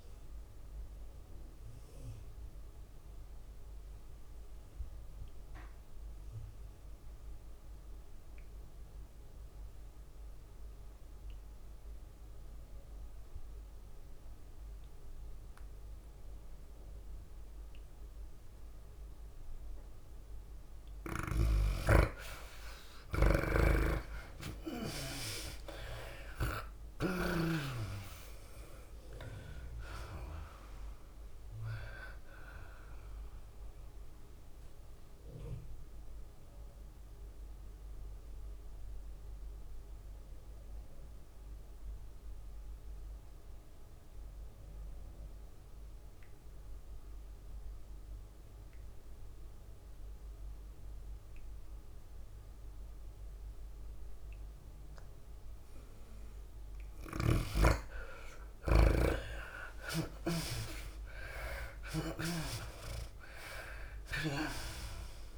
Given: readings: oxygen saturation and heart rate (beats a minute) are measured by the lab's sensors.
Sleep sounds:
breathing in sleep by a room microphone; 2
0.00-2.00 s: tachycardia (device-marked, heart rate 107 extreme)
0.00-8.00 s: oxygen desaturation (device-marked, oxygen 98% before, 91% lowest, heart rate 104 before, 87 extreme)
0.50-20.00 s: obstructive apnea (oxygen 98% before, 77% lowest, heart rate 104 before, 87 extreme, up 12 after)
15.00-50.00 s: oxygen desaturation (device-marked, oxygen 95% before, 77% lowest, heart rate 100 before, 89 extreme)
22.50-28.00 s: snoring (device-marked)
24.00-27.50 s: arousal
26.00-42.00 s: tachycardia (device-marked, heart rate 102 before, 108 extreme)
27.00-43.00 s: drop in pulse transit time (device-marked, heart rate 92 before, 99 extreme)
36.50-57.00 s: mixed apnea (oxygen 95% before, 77% lowest, heart rate 96 before, 97 extreme, up 8 after)
55.00-65.38 s: tachycardia (device-marked, heart rate 103 before, 109 extreme)
59.00-65.38 s: oxygen desaturation (device-marked, oxygen 98% before, 78% lowest, heart rate 100 before, 96 extreme)
59.50-62.00 s: arousal
62.00-65.38 s: drop in pulse transit time (device-marked, heart rate 99 before, 103 extreme)
From the record:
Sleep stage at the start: N2 (light sleep); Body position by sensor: on the back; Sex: female

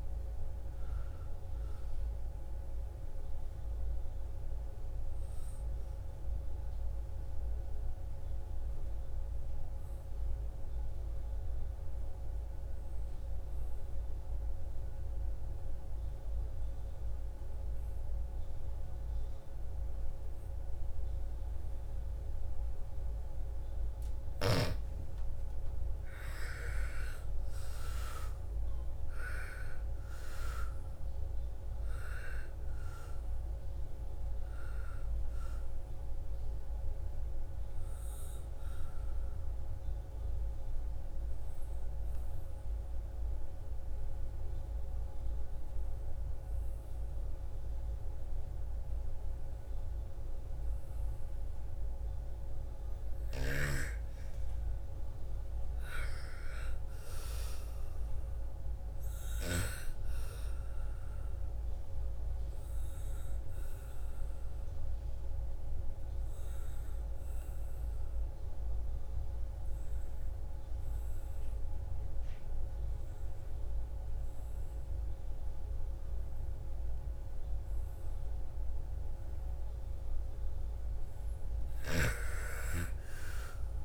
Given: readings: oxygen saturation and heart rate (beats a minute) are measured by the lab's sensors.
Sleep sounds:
breathing in sleep by a room microphone; 3
0.00-11.00 s: oxygen desaturation (device-marked, oxygen 84% lowest, heart rate 54 extreme)
4.50-22.50 s: obstructive apnea (oxygen 98% before, 86% lowest, heart rate 64 before, 54 extreme, up 13 after)
23.00-46.00 s: oxygen desaturation (device-marked, oxygen 99% before, 88% lowest, heart rate 57 before, 55 extreme)
25.50-30.50 s: arousal
35.50-52.50 s: obstructive apnea (oxygen 99% before, 85% lowest, heart rate 60 before, 55 extreme, up 10 after)
54.50-58.50 s: arousal
60.00-72.00 s: oxygen desaturation (device-marked, oxygen 99% before, 92% lowest, heart rate 57 before, 55 extreme)
61.00-79.50 s: obstructive apnea (oxygen 99% before, 85% lowest, heart rate 58 before, 55 extreme, up 15 after)
81.50-83.85 s: arousal
From the record:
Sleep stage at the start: N2 (light sleep); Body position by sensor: on the back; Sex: female

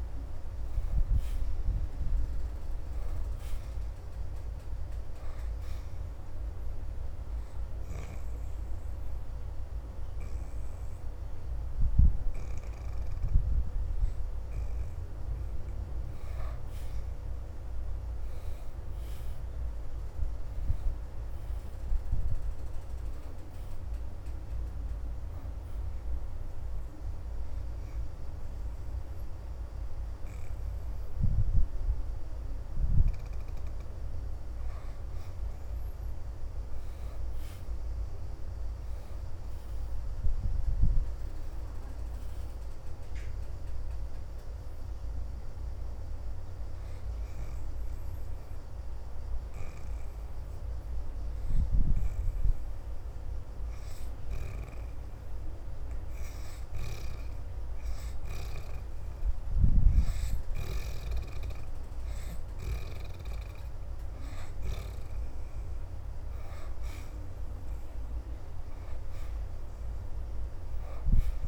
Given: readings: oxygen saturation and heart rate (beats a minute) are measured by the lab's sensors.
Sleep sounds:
breathing in sleep, hard to hear, by a room microphone; 2
5.50-16.50 s: obstructive apnea (oxygen 82% before, 68% lowest, heart rate 80 before, 59 extreme, up 19 after)
6.00-24.00 s: oxygen desaturation (device-marked, oxygen 82% before, 73% lowest, heart rate 80 before, 59 extreme)
18.00-21.50 s: arousal
26.00-42.00 s: oxygen desaturation (device-marked, oxygen 81% before, 68% lowest, heart rate 72 before, 64 extreme)
41.50-44.00 s: arousal
44.00-62.00 s: oxygen desaturation (device-marked, oxygen 82% before, 69% lowest, heart rate 76 before, 64 extreme)
46.00-56.00 s: hypopnea (oxygen 82% before, 66% lowest, heart rate 75 before, 64 extreme, up 2 after)
58.50-63.50 s: arousal
64.00-71.48 s: oxygen desaturation (device-marked, oxygen 83% before, 70% lowest, heart rate 73 before, 78 extreme)
From the record:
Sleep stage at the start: N2 (light sleep); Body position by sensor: upright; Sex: female

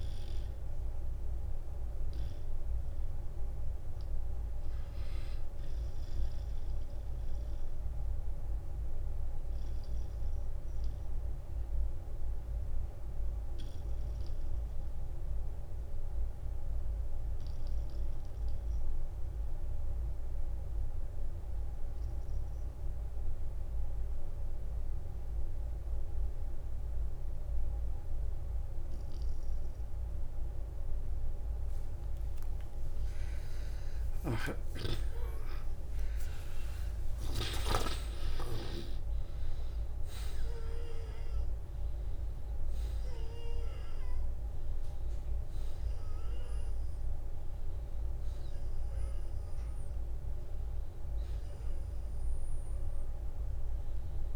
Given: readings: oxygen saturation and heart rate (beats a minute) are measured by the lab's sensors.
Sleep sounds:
breathing in sleep by a room microphone; 1
7.00-21.00 s: oxygen desaturation (device-marked, oxygen 96% before, 86% lowest, heart rate 58 before, 41 extreme)
7.50-31.50 s: obstructive apnea (oxygen 97% before, 83% lowest, heart rate 58 before, 41 extreme, up 27 after)
29.00-31.00 s: long interval between heartbeats (device-marked, heart rate 50 before, 48 extreme)
33.00-36.50 s: arousal
39.00-52.00 s: oxygen desaturation (device-marked, oxygen 96% before, 92% lowest, heart rate 48 before, 53 extreme)
From the record:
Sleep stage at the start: N2 (light sleep); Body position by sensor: on the back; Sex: male

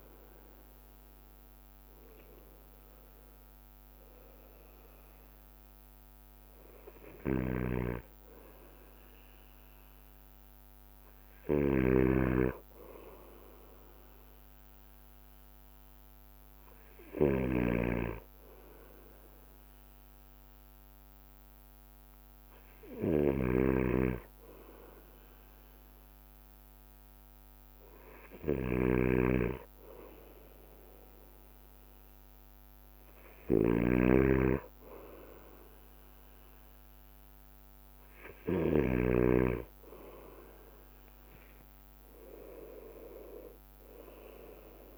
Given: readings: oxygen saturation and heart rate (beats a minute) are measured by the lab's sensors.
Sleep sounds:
breathing in sleep by a microphone on the trachea; none
0.00-44.98 s: bradycardia (device-marked, heart rate 55 extreme)
7.50-39.00 s: snoring (device-marked)
From the record:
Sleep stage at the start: N2 (light sleep); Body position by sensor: on the right side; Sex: male

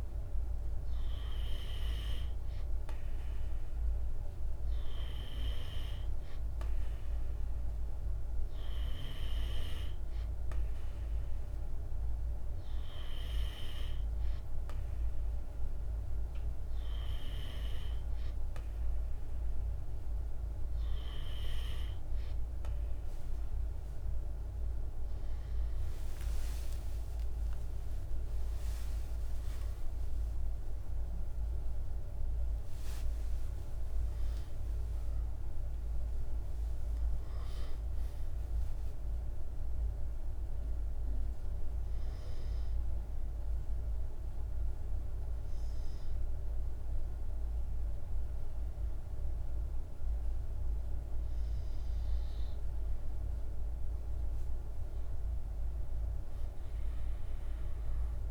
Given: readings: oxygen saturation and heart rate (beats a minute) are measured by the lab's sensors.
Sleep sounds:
breathing in sleep by a room microphone; none
27.00-33.50 s: arousal
From the record:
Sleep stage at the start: N2 (light sleep); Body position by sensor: on the right side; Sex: male

